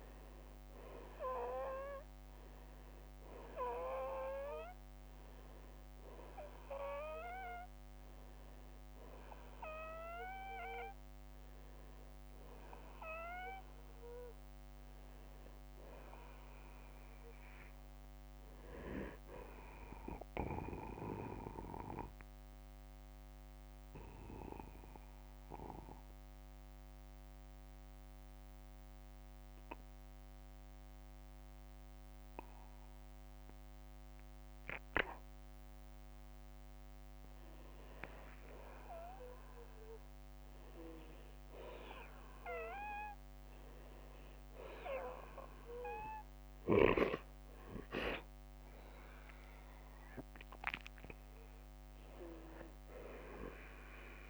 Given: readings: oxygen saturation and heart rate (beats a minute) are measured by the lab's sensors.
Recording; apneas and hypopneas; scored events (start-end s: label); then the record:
breathing in sleep by a microphone on the trachea; 1
0.00-7.50 s: oxygen desaturation (device-marked, oxygen 92% lowest, heart rate 49 extreme)
7.00-9.00 s: long interval between heartbeats (device-marked, heart rate 60 before, 77 extreme)
13.00-17.00 s: arousal
22.00-34.00 s: obstructive apnea (oxygen 94% before, 87% lowest, heart rate 68 before, 49 extreme, up 15 after)
23.50-35.50 s: oxygen desaturation (device-marked, oxygen 93% before, 87% lowest, heart rate 67 before, 49 extreme)
38.00-45.00 s: arousal
42.50-44.50 s: long interval between heartbeats (device-marked, heart rate 55 before, 60 extreme)
From the record:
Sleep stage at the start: N2 (light sleep); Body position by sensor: on the back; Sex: male